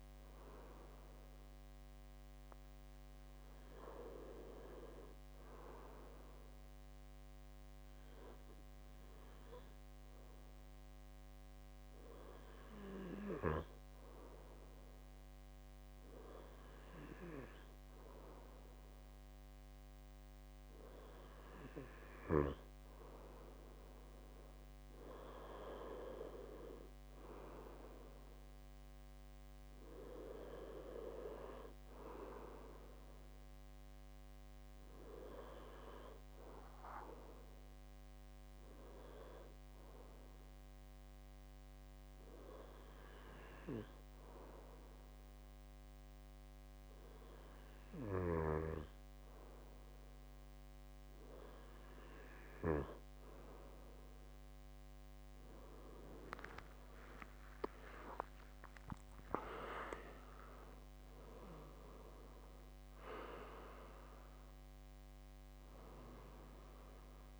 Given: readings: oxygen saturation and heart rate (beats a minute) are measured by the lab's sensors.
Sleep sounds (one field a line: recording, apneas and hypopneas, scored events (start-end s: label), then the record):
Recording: breathing in sleep by a microphone on the trachea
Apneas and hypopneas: none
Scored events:
57.00-62.00 s: arousal
From the record:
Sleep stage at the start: N2 (light sleep)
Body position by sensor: on the left side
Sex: male